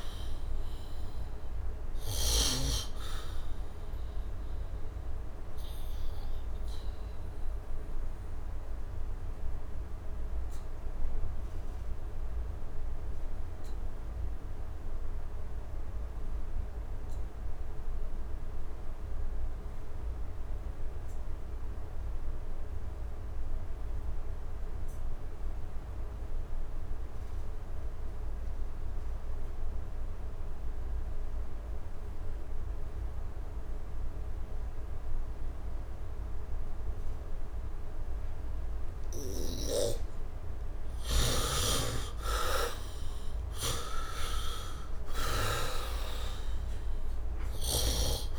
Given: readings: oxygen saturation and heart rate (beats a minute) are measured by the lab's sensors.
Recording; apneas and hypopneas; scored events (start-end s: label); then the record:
breathing in sleep by a room microphone; 1
0.00-2.50 s: snoring (device-marked)
0.00-16.00 s: oxygen desaturation (device-marked, oxygen 61% lowest, heart rate 71 extreme)
3.00-39.50 s: obstructive apnea (oxygen 98% before, 58% lowest, heart rate 79 before, 71 extreme, up 11 after)
25.00-48.38 s: oxygen desaturation (device-marked, oxygen 100% before, 58% lowest, heart rate 72 before, 74 extreme)
42.00-46.00 s: arousal
From the record:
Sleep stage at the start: N2 (light sleep); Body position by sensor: on the back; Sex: male